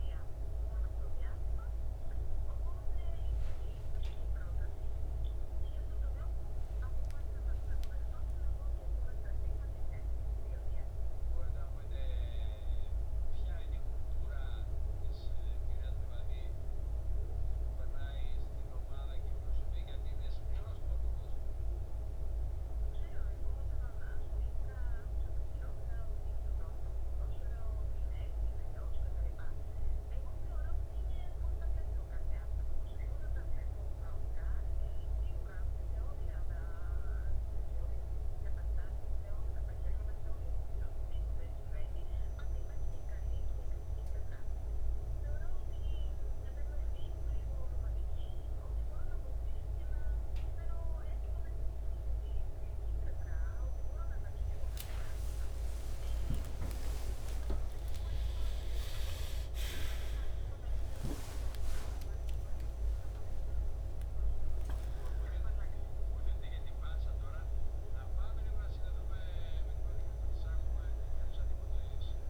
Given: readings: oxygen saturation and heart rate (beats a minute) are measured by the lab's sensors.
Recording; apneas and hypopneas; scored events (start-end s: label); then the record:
breathing in sleep, hard to hear, by a room microphone; none
4.00-7.50 s: arousal
56.50-64.00 s: arousal
59.50-61.50 s: long interval between heartbeats (device-marked, heart rate 67 before, 80 extreme)
From the record:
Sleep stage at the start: N2 (light sleep); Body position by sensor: on the back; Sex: male